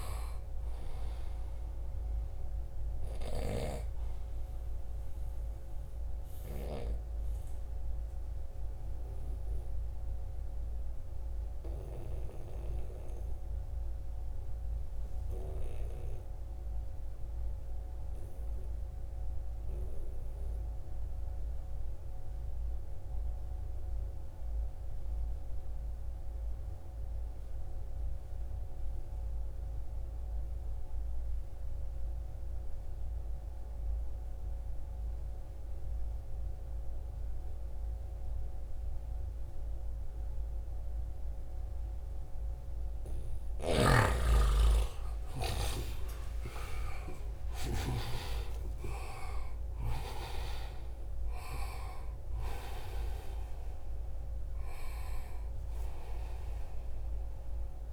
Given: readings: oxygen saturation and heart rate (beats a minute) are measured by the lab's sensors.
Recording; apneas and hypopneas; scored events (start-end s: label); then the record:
breathing in sleep by a room microphone; 1
0.00-11.50 s: oxygen desaturation (device-marked, oxygen 90% lowest, heart rate 63 extreme)
2.50-6.00 s: snoring (device-marked)
9.00-42.50 s: obstructive apnea (oxygen 96% before, 88% lowest, heart rate 76 before, 62 extreme, up 18 after)
34.50-57.50 s: oxygen desaturation (device-marked, oxygen 95% before, 88% lowest, heart rate 66 before, 62 extreme)
43.50-48.50 s: arousal
From the record:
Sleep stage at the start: N2 (light sleep); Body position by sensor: on the right side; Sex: male